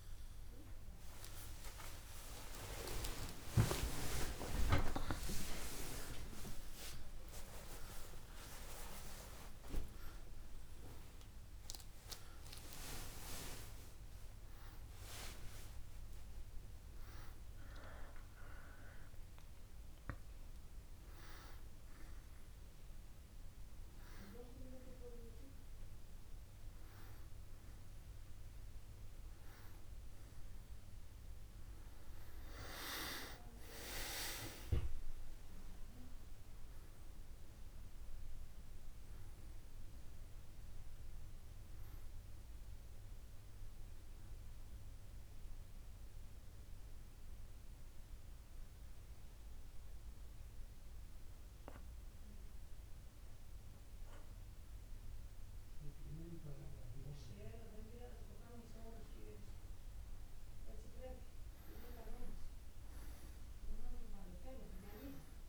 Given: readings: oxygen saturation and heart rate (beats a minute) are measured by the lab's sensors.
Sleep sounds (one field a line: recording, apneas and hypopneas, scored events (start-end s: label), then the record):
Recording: a person partly awake in a sleep study, by a room microphone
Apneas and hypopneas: 1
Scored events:
11.50-29.50 s: oxygen desaturation (device-marked, oxygen 94% before, 90% lowest, heart rate 92 before, 54 extreme)
20.50-65.49 s: new sleep stage, N1 (lightest sleep)
48.00-59.00 s: obstructive apnea (oxygen 98% before, 94% lowest, heart rate 62 before, 54 extreme, up 4 after)
62.00-65.49 s: arousal
From the record:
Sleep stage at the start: awake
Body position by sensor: on the back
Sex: male